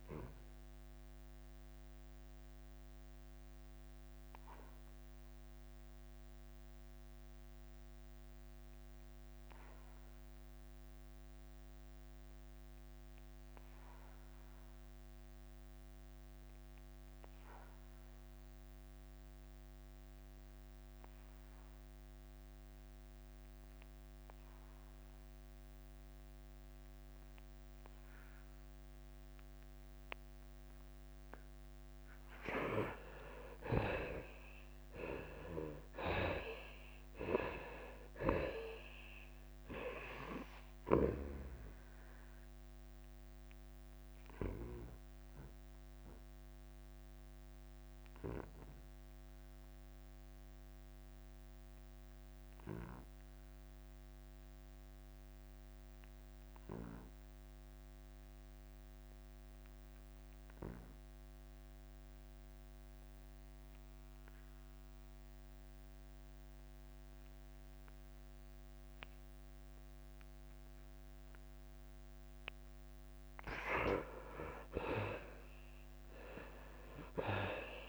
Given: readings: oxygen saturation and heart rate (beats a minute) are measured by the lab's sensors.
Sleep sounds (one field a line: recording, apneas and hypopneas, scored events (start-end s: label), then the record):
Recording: breathing in sleep by a microphone on the trachea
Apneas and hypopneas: 2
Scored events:
0.00-2.50 s: drop in pulse transit time (device-marked, heart rate 88 extreme)
0.00-6.50 s: oxygen desaturation (device-marked, oxygen 90% lowest, heart rate 86 extreme)
2.50-32.50 s: obstructive apnea (oxygen 97% before, 77% lowest, heart rate 90 before, 86 extreme, up 4 after)
11.50-18.50 s: oxygen desaturation (device-marked, oxygen 91% before, 77% lowest, heart rate 91 before, 86 extreme)
33.50-47.50 s: drop in pulse transit time (device-marked, heart rate 88 before, 89 extreme)
33.50-61.50 s: oxygen desaturation (device-marked, oxygen 97% before, 77% lowest, heart rate 88 before, 81 extreme)
35.00-39.00 s: arousal
43.00-72.50 s: obstructive apnea (oxygen 98% before, 77% lowest, heart rate 90 before, 81 extreme, up 9 after)
75.00-77.89 s: arousal
From the record:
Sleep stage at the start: N2 (light sleep)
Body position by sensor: on the back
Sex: male